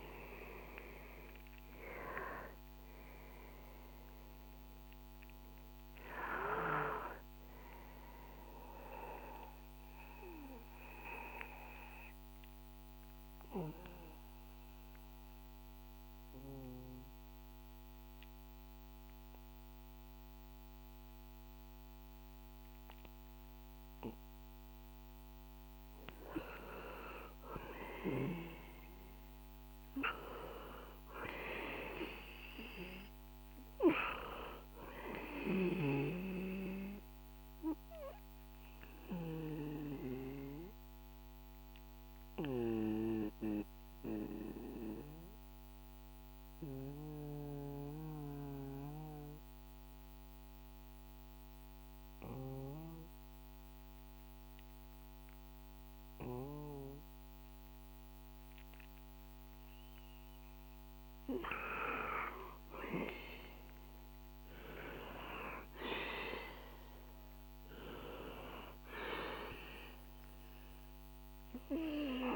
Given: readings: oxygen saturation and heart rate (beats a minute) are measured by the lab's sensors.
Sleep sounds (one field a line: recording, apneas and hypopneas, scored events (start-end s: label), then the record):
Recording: a person partly awake in a sleep study, by a microphone on the trachea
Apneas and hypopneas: 2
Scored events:
0.00-2.00 s: oxygen desaturation (device-marked, oxygen 92% lowest, heart rate 61 extreme)
8.00-72.36 s: new sleep stage, N2 (light sleep)
11.00-25.00 s: obstructive apnea (oxygen 96% before, 93% lowest, heart rate 92 before, 60 extreme, up 4 after)
26.00-30.00 s: arousal
30.00-52.00 s: oxygen desaturation (device-marked, oxygen 98% before, 94% lowest, heart rate 62 before, 60 extreme)
38.50-60.50 s: central apnea (oxygen 99% before, 93% lowest, heart rate 64 before, 60 extreme, up 3 after)
62.50-65.50 s: arousal
63.00-72.36 s: oxygen desaturation (device-marked, oxygen 98% before, 93% lowest, heart rate 63 before, 60 extreme)
From the record:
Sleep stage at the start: awake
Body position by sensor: on the back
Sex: male